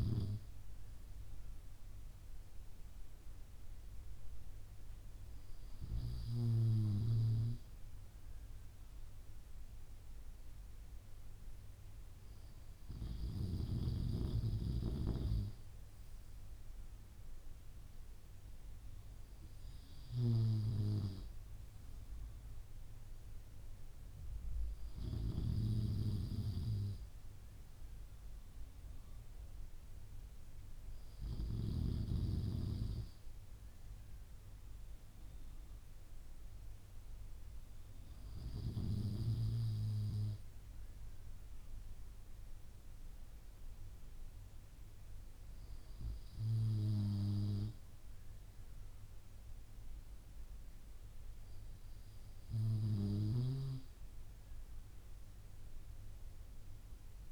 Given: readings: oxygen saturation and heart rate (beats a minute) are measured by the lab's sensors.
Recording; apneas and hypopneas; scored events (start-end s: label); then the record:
breathing in sleep by a room microphone; none
none scored
From the record:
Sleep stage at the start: N3 (deep sleep); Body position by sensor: on the back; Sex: male